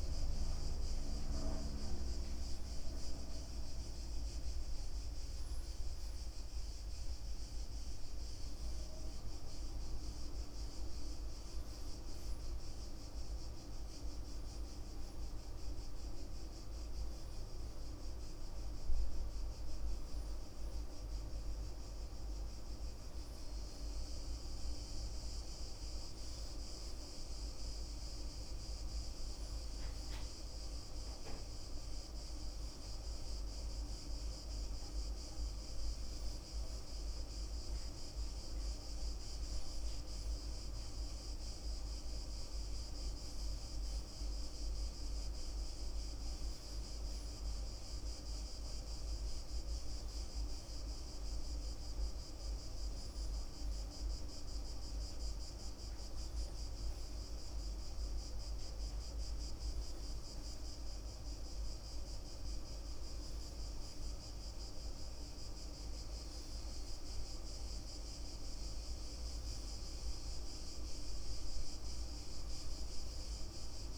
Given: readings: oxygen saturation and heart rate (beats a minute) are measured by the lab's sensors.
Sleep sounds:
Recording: breathing in sleep, hard to hear, by a room microphone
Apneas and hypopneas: none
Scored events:
none scored
From the record:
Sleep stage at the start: N1 (lightest sleep)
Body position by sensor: on the front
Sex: male

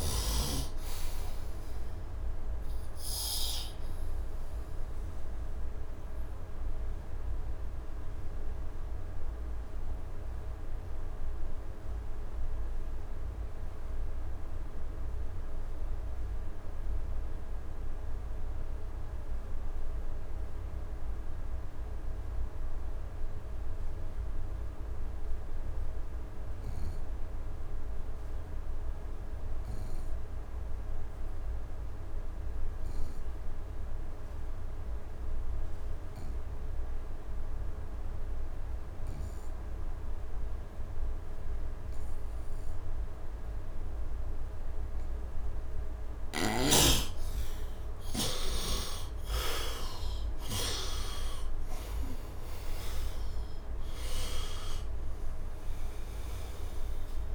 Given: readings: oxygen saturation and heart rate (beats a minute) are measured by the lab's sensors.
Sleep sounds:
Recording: breathing in sleep by a room microphone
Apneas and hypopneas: 1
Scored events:
0.00-2.00 s: arousal
0.00-23.00 s: oxygen desaturation (device-marked, oxygen 74% lowest, heart rate 70 extreme)
5.00-47.00 s: obstructive apnea (oxygen 100% before, 63% lowest, heart rate 80 before, 70 extreme, up 12 after)
29.00-57.35 s: oxygen desaturation (device-marked, oxygen 99% before, 63% lowest, heart rate 74 before, 70 extreme)
49.00-53.00 s: arousal
From the record:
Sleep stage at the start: N2 (light sleep)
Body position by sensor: on the right side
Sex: male

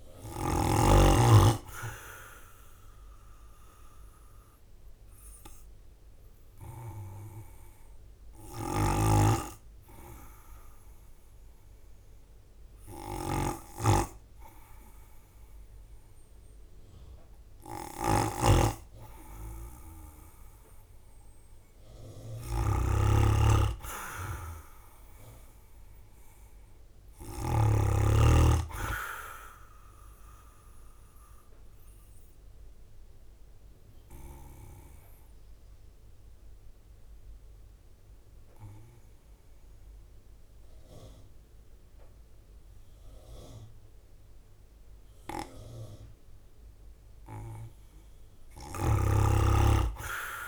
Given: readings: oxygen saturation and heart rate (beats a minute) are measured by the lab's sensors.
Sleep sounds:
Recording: breathing in sleep by a room microphone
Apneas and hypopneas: 2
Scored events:
2.00-16.00 s: hypopnea (oxygen 99% before, 94% lowest, heart rate 56 before, 52 extreme, up 4 after)
18.00-22.00 s: arousal
24.00-37.00 s: oxygen desaturation (device-marked, oxygen 97% before, 94% lowest, heart rate 56 before, 52 extreme)
25.00-38.00 s: drop in pulse transit time (device-marked, heart rate 56 before, 54 extreme)
30.50-46.00 s: obstructive apnea (oxygen 98% before, 94% lowest, heart rate 57 before, 51 extreme, up 6 after)
48.00-50.48 s: arousal
From the record:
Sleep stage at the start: N2 (light sleep)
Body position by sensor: on the right side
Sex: male

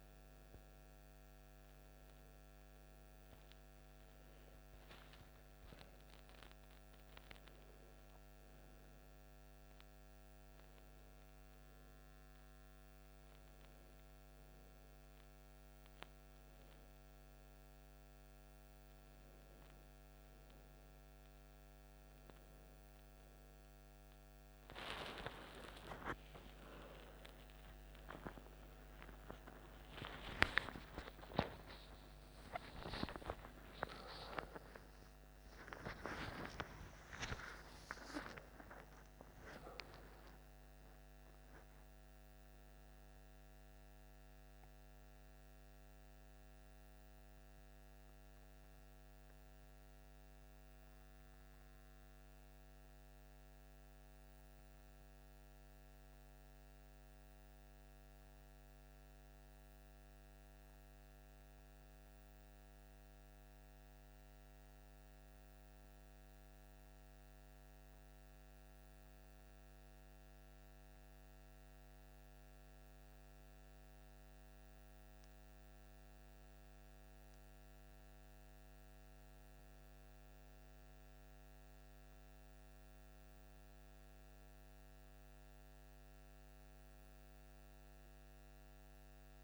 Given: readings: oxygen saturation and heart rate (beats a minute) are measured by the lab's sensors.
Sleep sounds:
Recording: a person partly awake in a sleep study, by a microphone on the trachea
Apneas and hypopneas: none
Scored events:
18.50-48.50 s: new sleep stage, awake
32.50-46.50 s: oxygen desaturation (device-marked, oxygen 98% before, 94% lowest, heart rate 68 before, 60 extreme)
34.00-36.00 s: long interval between heartbeats (device-marked, heart rate 68 before, 90 extreme)
37.00-39.00 s: long interval between heartbeats (device-marked, heart rate 72 before, 105 extreme)
48.50-89.44 s: new sleep stage, N2 (light sleep)
From the record:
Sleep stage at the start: N2 (light sleep)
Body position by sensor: on the left side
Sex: male

